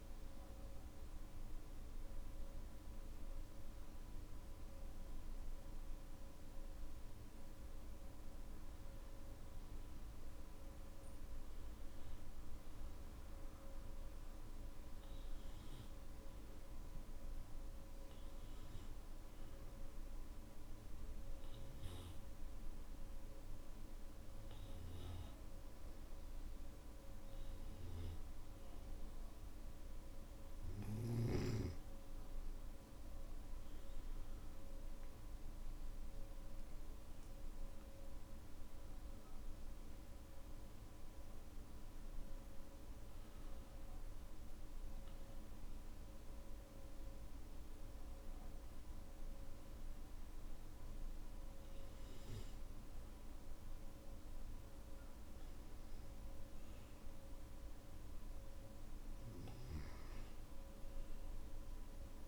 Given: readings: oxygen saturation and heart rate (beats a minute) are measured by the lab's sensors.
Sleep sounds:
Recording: breathing in sleep, hard to hear, by a room microphone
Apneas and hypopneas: none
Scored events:
none scored
From the record:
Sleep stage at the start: N1 (lightest sleep)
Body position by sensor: on the back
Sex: male

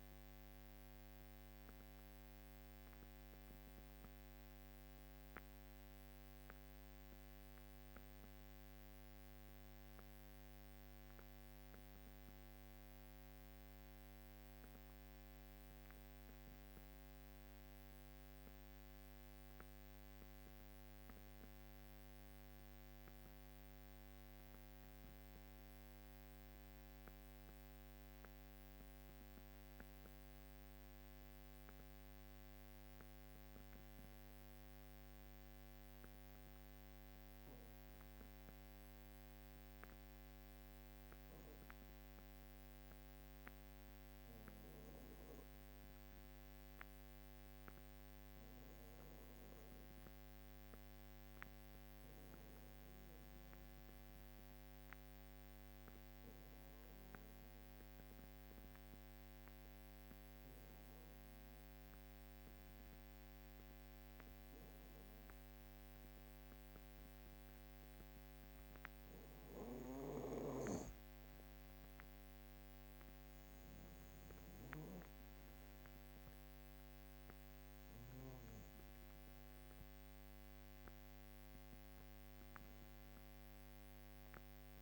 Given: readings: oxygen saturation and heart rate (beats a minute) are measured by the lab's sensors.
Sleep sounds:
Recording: breathing in sleep, hard to hear, by a microphone on the trachea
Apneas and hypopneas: 1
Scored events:
37.50-51.50 s: drop in pulse transit time (device-marked, heart rate 50 before, 52 extreme)
53.00-69.00 s: obstructive apnea (oxygen 96% before, 91% lowest, heart rate 52 before, 51 extreme, up 6 after)
68.50-80.50 s: drop in pulse transit time (device-marked, heart rate 52 before, 52 extreme)
69.00-78.00 s: snoring (device-marked)
69.50-84.82 s: oxygen desaturation (device-marked, oxygen 95% before, 91% lowest, heart rate 52 before, 49 extreme)
71.50-75.50 s: arousal
From the record:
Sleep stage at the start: N2 (light sleep)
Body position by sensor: on the back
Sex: female

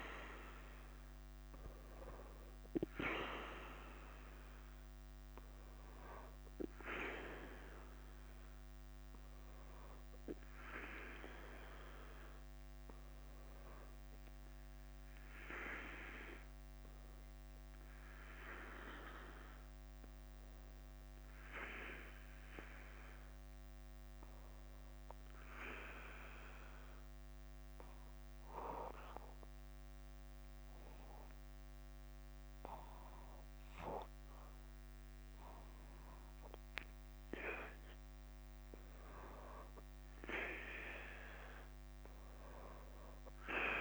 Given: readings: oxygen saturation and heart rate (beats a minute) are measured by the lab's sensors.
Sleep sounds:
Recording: breathing in sleep by a microphone on the trachea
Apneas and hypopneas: 1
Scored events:
0.00-32.50 s: bradycardia (device-marked, heart rate 45 extreme)
8.00-10.00 s: long interval between heartbeats (device-marked, heart rate 52 before, 55 extreme)
14.50-17.50 s: arousal
17.50-40.50 s: oxygen desaturation (device-marked, oxygen 97% before, 91% lowest, heart rate 52 before, 48 extreme)
19.50-38.00 s: hypopnea (oxygen 97% before, 91% lowest, heart rate 52 before, 48 extreme, up 5 after)
34.50-43.81 s: bradycardia (device-marked, heart rate 51 before, 46 extreme)
40.50-43.81 s: arousal
From the record:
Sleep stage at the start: N2 (light sleep)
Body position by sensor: on the back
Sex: male

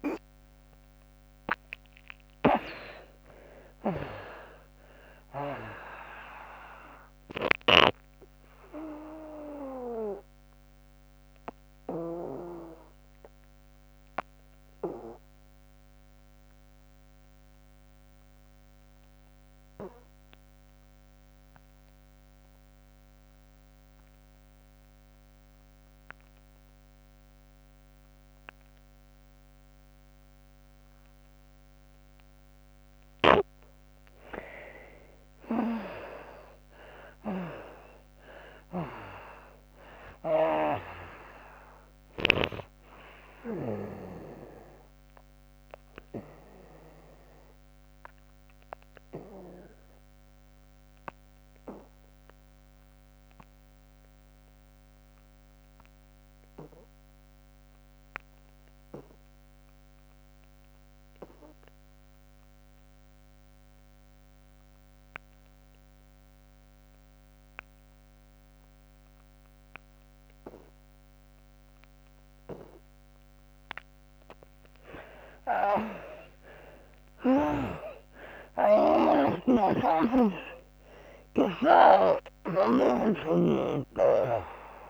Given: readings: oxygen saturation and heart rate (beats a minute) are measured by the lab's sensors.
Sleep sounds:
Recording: breathing in sleep by a microphone on the trachea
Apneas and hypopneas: 2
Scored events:
0.00-1.50 s: arousal
0.00-17.00 s: oxygen desaturation (device-marked, oxygen 54% lowest, heart rate 65 extreme)
7.50-31.50 s: obstructive apnea (oxygen 94% before, 54% lowest, heart rate 83 before, 65 extreme, up 34 after)
19.00-56.00 s: oxygen desaturation (device-marked, oxygen 96% before, 57% lowest, heart rate 93 before, 67 extreme)
32.50-37.00 s: arousal
45.50-73.00 s: obstructive apnea (oxygen 96% before, 55% lowest, heart rate 85 before, 69 extreme, up 22 after)
58.00-84.89 s: oxygen desaturation (device-marked, oxygen 96% before, 55% lowest, heart rate 93 before, 64 extreme)
62.00-84.89 s: new sleep stage, N2 (light sleep)
74.50-80.00 s: arousal
79.00-83.00 s: snoring (device-marked)
From the record:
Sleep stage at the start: REM sleep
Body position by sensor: on the back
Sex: female

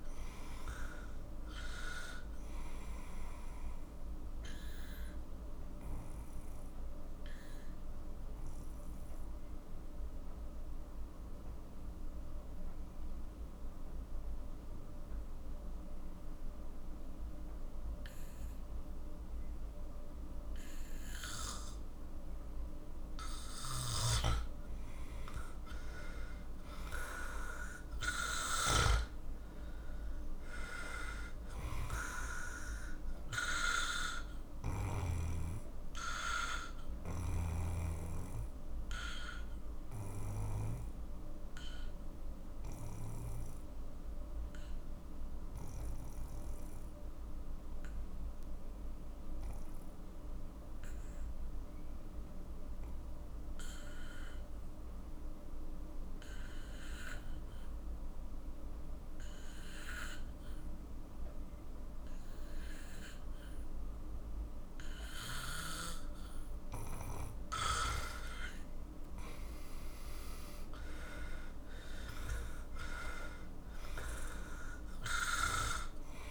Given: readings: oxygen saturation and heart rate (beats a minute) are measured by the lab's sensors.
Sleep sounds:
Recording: breathing in sleep by a room microphone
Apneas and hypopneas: 2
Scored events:
0.00-2.00 s: oxygen desaturation (device-marked, oxygen 91% lowest, heart rate 46 extreme)
4.00-13.00 s: oxygen desaturation (device-marked, oxygen 94% before, 91% lowest, heart rate 63 before, 46 extreme)
4.00-23.00 s: obstructive apnea (oxygen 97% before, 91% lowest, heart rate 63 before, 43 extreme, up 16 after)
24.00-29.00 s: snoring (device-marked)
26.00-30.00 s: arousal
29.00-48.00 s: oxygen desaturation (device-marked, oxygen 97% before, 92% lowest, heart rate 49 before, 43 extreme)
38.00-65.50 s: obstructive apnea (oxygen 97% before, 91% lowest, heart rate 54 before, 39 extreme, up 15 after)
62.00-76.31 s: oxygen desaturation (device-marked, oxygen 97% before, 91% lowest, heart rate 47 before, 39 extreme)
68.00-73.00 s: arousal
From the record:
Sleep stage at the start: N2 (light sleep)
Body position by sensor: on the back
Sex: male

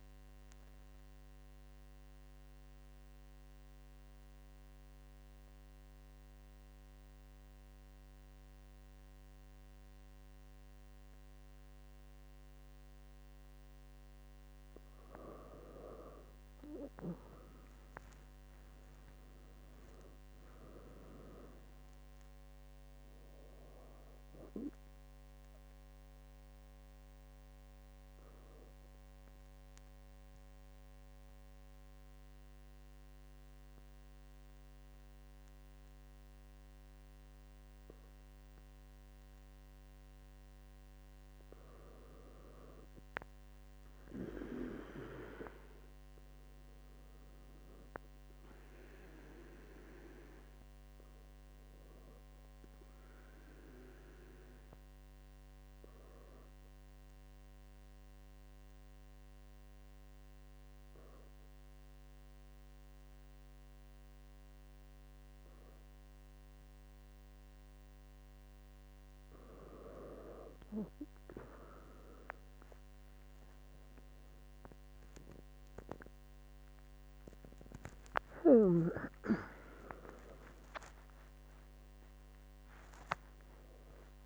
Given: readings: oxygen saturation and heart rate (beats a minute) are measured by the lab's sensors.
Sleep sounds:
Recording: breathing in sleep by a microphone on the trachea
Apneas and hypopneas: 3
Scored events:
0.50-14.00 s: obstructive apnea (oxygen 99% before, 96% lowest, heart rate 70 before, 64 extreme, up 10 after)
17.00-20.50 s: arousal
28.50-39.50 s: obstructive apnea (oxygen 99% before, 96% lowest, heart rate 72 before, 64 extreme, up 9 after)
43.50-47.50 s: arousal
55.50-69.50 s: obstructive apnea (oxygen 98% before, 96% lowest, heart rate 69 before, 67 extreme, up 8 after)
73.00-77.50 s: arousal
From the record:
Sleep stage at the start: N2 (light sleep)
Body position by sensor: on the back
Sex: female

